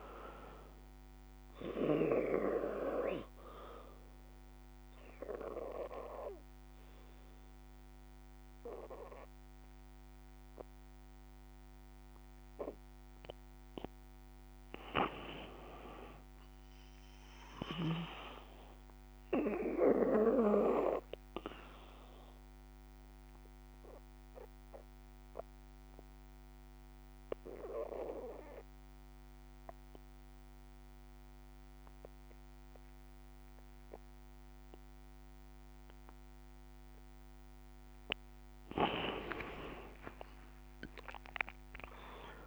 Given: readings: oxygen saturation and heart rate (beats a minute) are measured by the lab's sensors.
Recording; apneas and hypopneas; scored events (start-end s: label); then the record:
breathing in sleep by a microphone on the trachea; 2
0.00-23.00 s: oxygen desaturation (device-marked, oxygen 86% lowest, heart rate 59 extreme)
1.00-13.00 s: obstructive apnea (oxygen 96% before, 81% lowest, heart rate 65 before, 59 extreme, up 7 after)
14.00-17.50 s: arousal
21.00-36.50 s: obstructive apnea (oxygen 96% before, 81% lowest, heart rate 63 before, 56 extreme, up 20 after)
32.00-37.00 s: oxygen desaturation (device-marked, oxygen 94% before, 89% lowest, heart rate 63 before, 56 extreme)
38.00-42.47 s: arousal
From the record:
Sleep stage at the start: N2 (light sleep); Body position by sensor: on the back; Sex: female